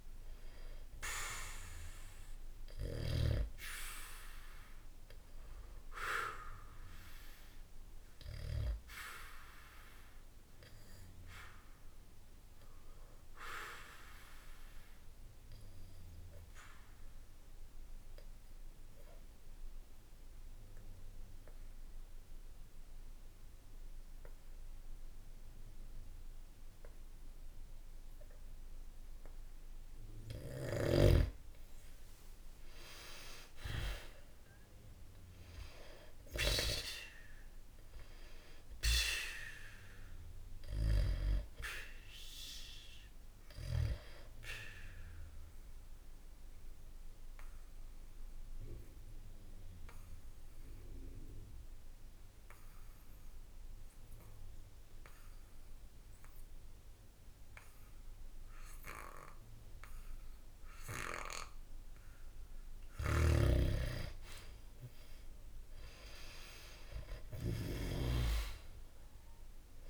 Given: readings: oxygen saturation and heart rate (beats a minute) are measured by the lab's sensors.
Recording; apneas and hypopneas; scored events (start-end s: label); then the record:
breathing in sleep by a room microphone; 2
1.00-29.50 s: obstructive apnea (oxygen 98% before, 91% lowest, heart rate 66 before, 64 extreme, up 0 after)
1.50-20.50 s: oxygen desaturation (device-marked, oxygen 97% before, 91% lowest, heart rate 66 before, 64 extreme)
30.50-36.50 s: snoring (device-marked)
31.50-36.00 s: arousal
37.50-55.50 s: oxygen desaturation (device-marked, oxygen 98% before, 92% lowest, heart rate 66 before, 64 extreme)
42.00-63.00 s: obstructive apnea (oxygen 98% before, 91% lowest, heart rate 66 before, 64 extreme, up 0 after)
62.50-67.50 s: snoring (device-marked)
65.00-68.50 s: arousal
From the record:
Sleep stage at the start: N2 (light sleep); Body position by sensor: on the back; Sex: male